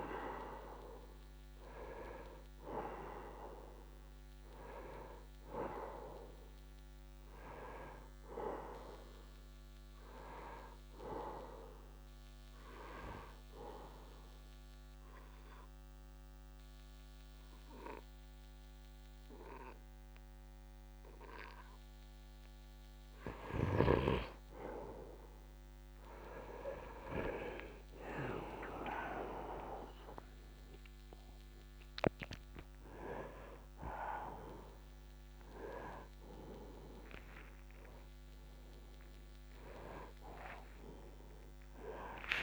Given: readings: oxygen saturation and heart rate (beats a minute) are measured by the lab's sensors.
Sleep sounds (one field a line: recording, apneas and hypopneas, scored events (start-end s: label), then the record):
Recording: a person partly awake in a sleep study, by a microphone on the trachea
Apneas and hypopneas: 1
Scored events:
3.50-16.50 s: oxygen desaturation (device-marked, oxygen 97% before, 91% lowest, heart rate 69 before, 68 extreme)
13.50-24.00 s: obstructive apnea (oxygen 97% before, 91% lowest, heart rate 69 before, 68 extreme)
27.00-30.50 s: arousal
31.50-42.43 s: new sleep stage, awake
37.00-39.00 s: long interval between heartbeats (device-marked, heart rate 71 before, 81 extreme)
From the record:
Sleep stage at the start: N1 (lightest sleep)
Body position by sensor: on the right side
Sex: male